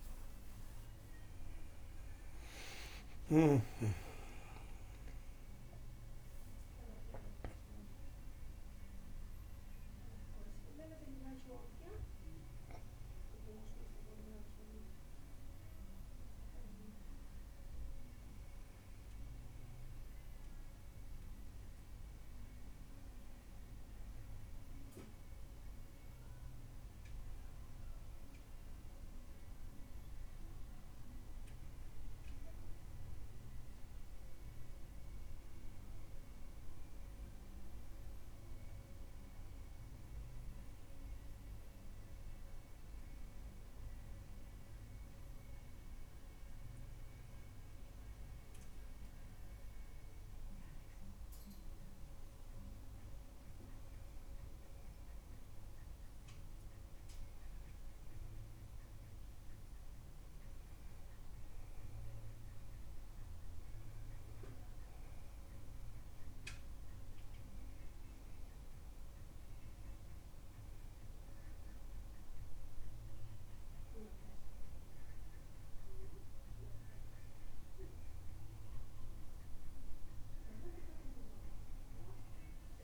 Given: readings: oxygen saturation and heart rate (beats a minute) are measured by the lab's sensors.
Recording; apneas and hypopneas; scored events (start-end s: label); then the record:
a person partly awake in a sleep study, by a room microphone; none
30.00-82.84 s: new sleep stage, N1 (lightest sleep)
From the record:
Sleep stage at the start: awake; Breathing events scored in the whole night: 132 in 5.1 hours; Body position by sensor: on the back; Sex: male